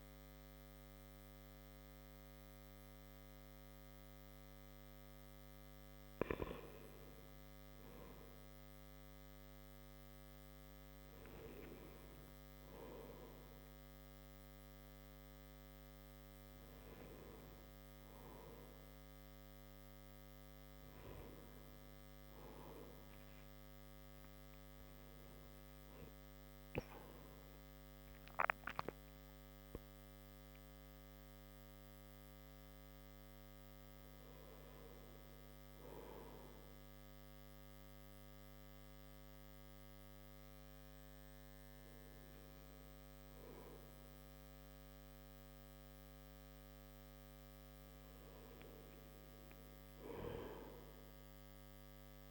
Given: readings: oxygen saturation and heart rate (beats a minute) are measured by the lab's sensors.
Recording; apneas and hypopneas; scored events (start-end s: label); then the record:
breathing in sleep by a microphone on the trachea; none
16.50-30.50 s: oxygen desaturation (device-marked, oxygen 97% before, 94% lowest, heart rate 67 before, 61 extreme)
From the record:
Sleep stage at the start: N1 (lightest sleep); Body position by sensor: on the back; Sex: male